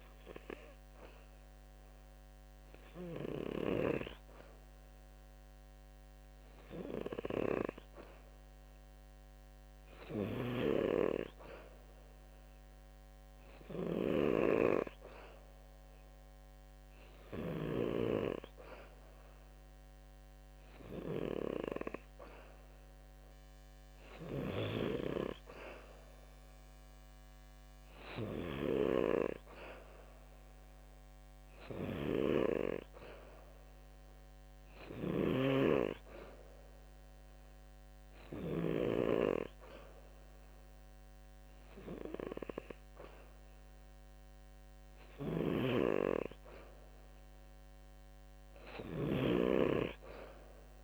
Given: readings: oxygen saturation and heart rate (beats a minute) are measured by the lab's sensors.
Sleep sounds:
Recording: breathing in sleep by a microphone on the trachea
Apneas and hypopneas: none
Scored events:
9.50-17.00 s: snoring (device-marked)
24.00-28.50 s: snoring (device-marked)
34.50-38.00 s: snoring (device-marked)
44.50-50.83 s: snoring (device-marked)
From the record:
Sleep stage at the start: N2 (light sleep)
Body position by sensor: on the back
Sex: male

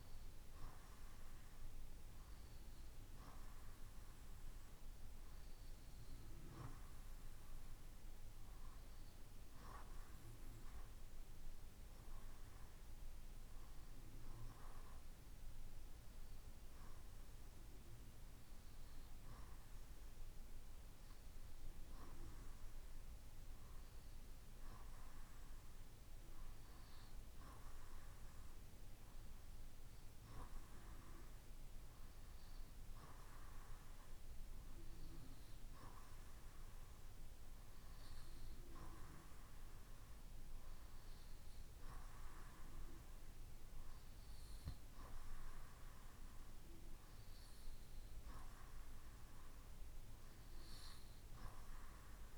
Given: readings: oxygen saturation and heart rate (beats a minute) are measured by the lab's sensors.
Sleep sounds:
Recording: breathing in sleep, hard to hear, by a room microphone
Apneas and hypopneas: none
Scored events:
none scored
From the record:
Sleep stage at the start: REM sleep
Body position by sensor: on the right side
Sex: male

